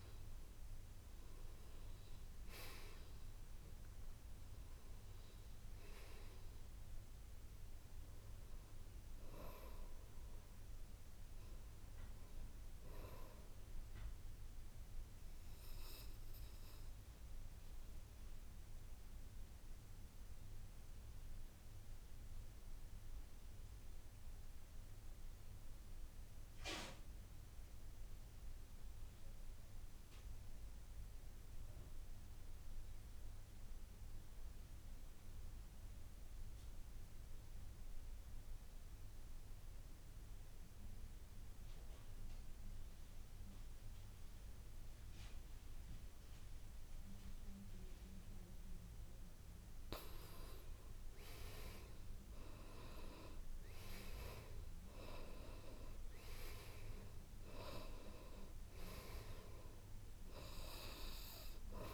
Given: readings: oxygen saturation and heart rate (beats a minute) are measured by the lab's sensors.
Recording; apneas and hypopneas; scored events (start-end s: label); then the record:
breathing in sleep by a room microphone; 1
0.00-20.50 s: oxygen desaturation (device-marked, oxygen 80% lowest, heart rate 46 extreme)
5.50-7.50 s: long interval between heartbeats (device-marked, heart rate 67 before, 57 extreme)
17.00-50.00 s: obstructive apnea (oxygen 97% before, 82% lowest, heart rate 58 before, 50 extreme, up 11 after)
40.50-61.94 s: oxygen desaturation (device-marked, oxygen 99% before, 82% lowest, heart rate 52 before, 52 extreme)
52.00-56.50 s: arousal
From the record:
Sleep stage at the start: N2 (light sleep); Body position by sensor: on the back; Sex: male